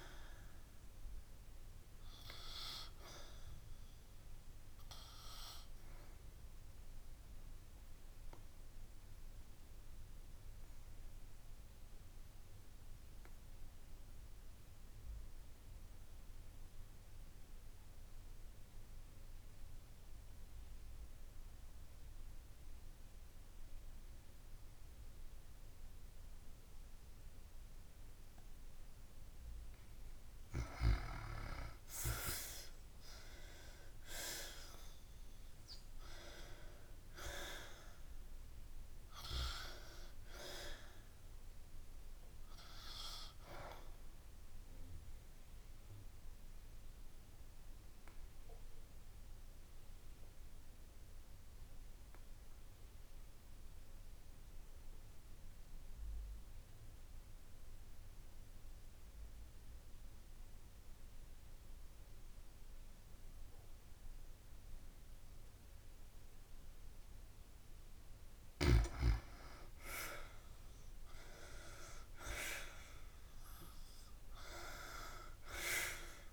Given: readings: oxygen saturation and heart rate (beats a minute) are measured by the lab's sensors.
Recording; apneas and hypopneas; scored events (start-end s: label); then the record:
breathing in sleep by a room microphone; 2
8.00-29.00 s: obstructive apnea (oxygen 97% before, 88% lowest)
31.00-35.50 s: arousal
33.50-39.50 s: oxygen desaturation (device-marked, oxygen 96% before, 92% lowest)
45.00-67.00 s: obstructive apnea (oxygen 97% before, 88% lowest)
59.50-75.50 s: oxygen desaturation (device-marked, oxygen 96% before, 88% lowest)
70.50-75.00 s: arousal
From the record:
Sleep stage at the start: N2 (light sleep); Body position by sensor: on the back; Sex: female